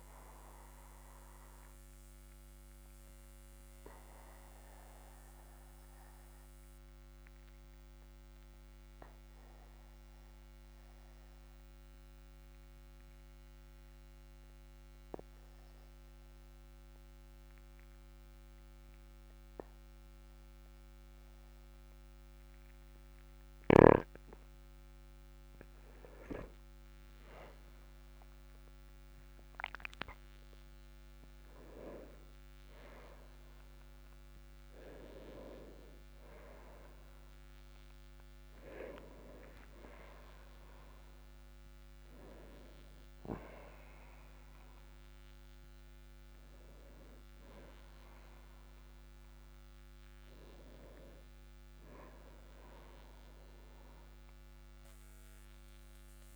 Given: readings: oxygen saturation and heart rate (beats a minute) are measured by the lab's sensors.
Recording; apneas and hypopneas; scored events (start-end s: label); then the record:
breathing in sleep by a microphone on the trachea; 1
1.00-24.50 s: obstructive apnea (oxygen 98% before, 95% lowest, heart rate 49 before, 43 extreme, up 4 after)
26.50-30.00 s: arousal
53.50-56.36 s: arousal
From the record:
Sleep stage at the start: N2 (light sleep); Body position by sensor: on the back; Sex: male